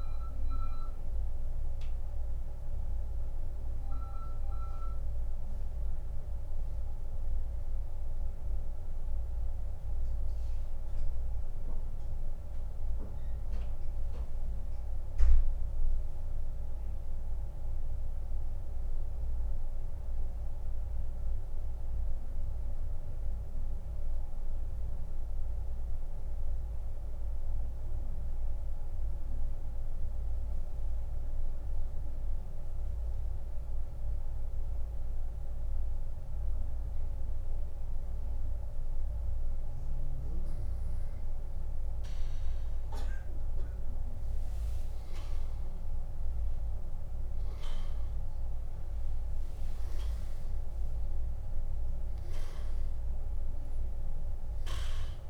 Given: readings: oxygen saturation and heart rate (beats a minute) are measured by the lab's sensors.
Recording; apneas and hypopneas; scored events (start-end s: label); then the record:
breathing in sleep, hard to hear, by a room microphone; 1
0.00-32.00 s: oxygen desaturation (device-marked, oxygen 95% before, 88% lowest, heart rate 85 before, 67 extreme)
5.00-35.50 s: central apnea (oxygen 97% before, 88% lowest, heart rate 83 before, 67 extreme, up 19 after)
43.00-47.00 s: arousal
From the record:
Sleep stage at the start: N2 (light sleep); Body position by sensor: on the back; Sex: male